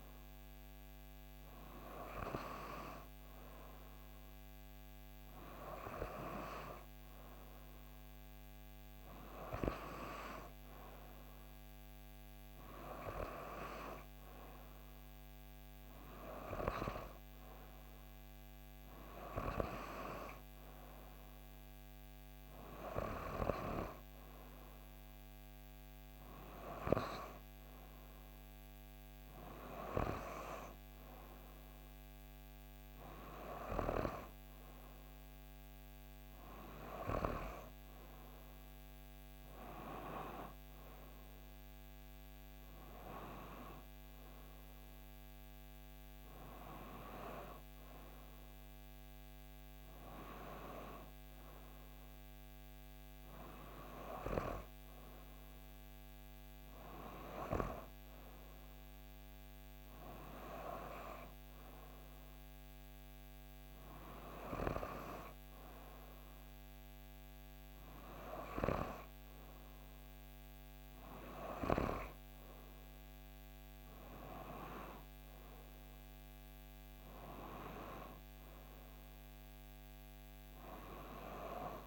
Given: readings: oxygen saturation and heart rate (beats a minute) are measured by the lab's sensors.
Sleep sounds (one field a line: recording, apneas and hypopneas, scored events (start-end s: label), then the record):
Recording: breathing in sleep by a microphone on the trachea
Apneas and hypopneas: none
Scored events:
none scored
From the record:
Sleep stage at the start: N2 (light sleep)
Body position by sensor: on the back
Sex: female